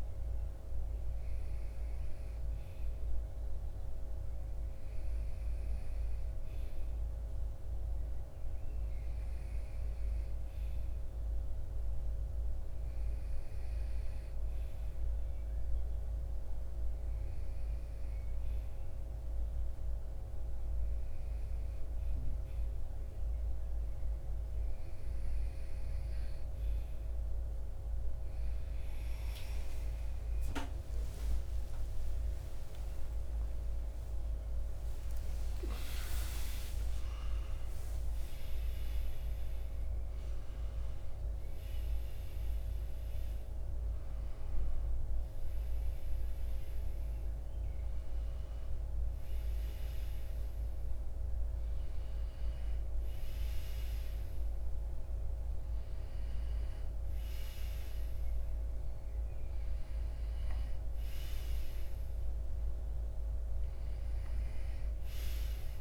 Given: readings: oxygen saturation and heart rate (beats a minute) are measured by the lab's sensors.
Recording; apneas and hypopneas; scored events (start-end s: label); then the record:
breathing in sleep, hard to hear, by a room microphone; none
30.50-36.00 s: arousal
From the record:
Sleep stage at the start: REM sleep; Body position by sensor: on the right side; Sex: male